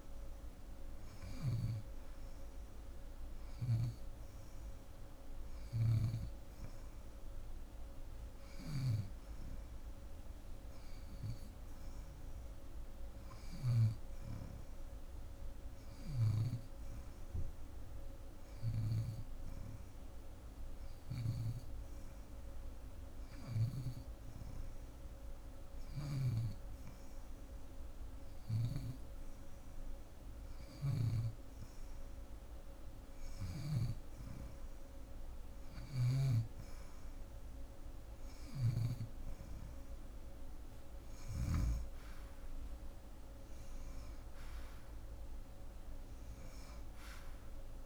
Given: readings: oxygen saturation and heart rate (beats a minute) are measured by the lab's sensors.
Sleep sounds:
breathing in sleep by a room microphone; none
3.00-13.50 s: snoring (device-marked)
25.50-33.50 s: snoring (device-marked)
From the record:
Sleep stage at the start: N2 (light sleep); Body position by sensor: on the left side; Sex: female

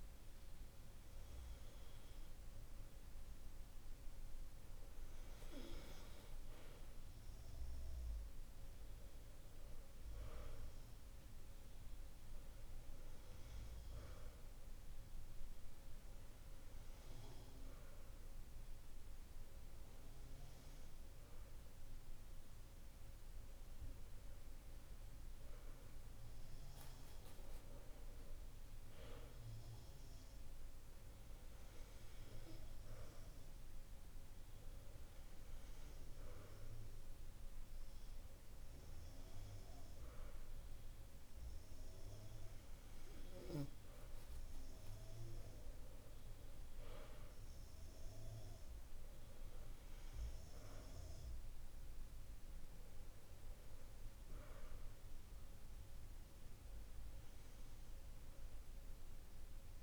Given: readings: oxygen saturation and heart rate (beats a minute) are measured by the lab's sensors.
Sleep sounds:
breathing in sleep, hard to hear, by a room microphone; none
none scored
From the record:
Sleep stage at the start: N2 (light sleep); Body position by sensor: on the back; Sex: male

